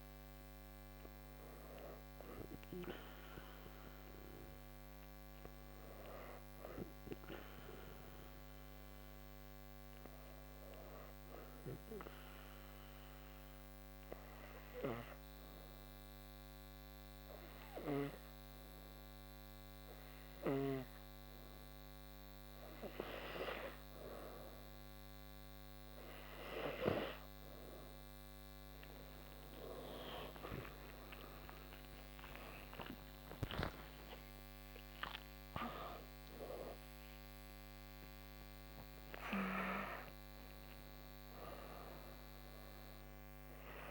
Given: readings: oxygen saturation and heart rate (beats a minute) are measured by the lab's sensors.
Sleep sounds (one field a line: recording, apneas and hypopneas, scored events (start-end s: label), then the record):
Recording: breathing in sleep by a microphone on the trachea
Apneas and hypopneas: 1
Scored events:
2.50-5.00 s: arousal
7.00-24.50 s: hypopnea (oxygen 96% before, 87% lowest, heart rate 70 before, 70 extreme, up 20 after)
26.00-43.91 s: oxygen desaturation (device-marked, oxygen 95% before, 87% lowest, heart rate 71 before, 71 extreme)
30.50-34.50 s: arousal
From the record:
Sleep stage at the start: N2 (light sleep)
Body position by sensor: on the back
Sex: female